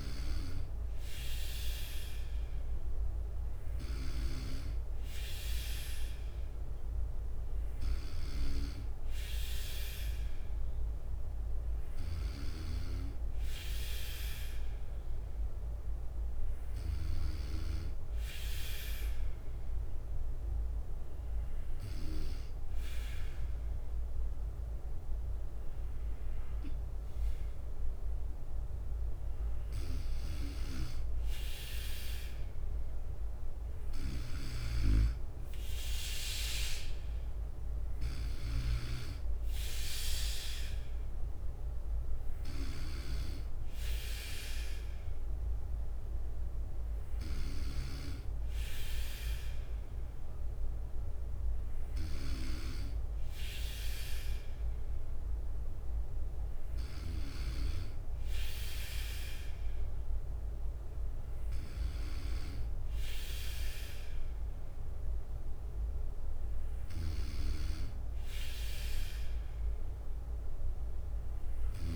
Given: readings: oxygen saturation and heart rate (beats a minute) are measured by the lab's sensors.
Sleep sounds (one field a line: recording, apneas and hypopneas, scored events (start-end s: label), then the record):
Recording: breathing in sleep by a room microphone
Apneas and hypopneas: none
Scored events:
13.00-15.00 s: bradycardia (device-marked, heart rate 61 before, 61 extreme)
42.00-45.00 s: bradycardia (device-marked, heart rate 61 before, 60 extreme)
55.00-66.00 s: drop in pulse transit time (device-marked, heart rate 61 before, 60 extreme)
From the record:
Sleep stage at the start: N3 (deep sleep)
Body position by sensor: on the right side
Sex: male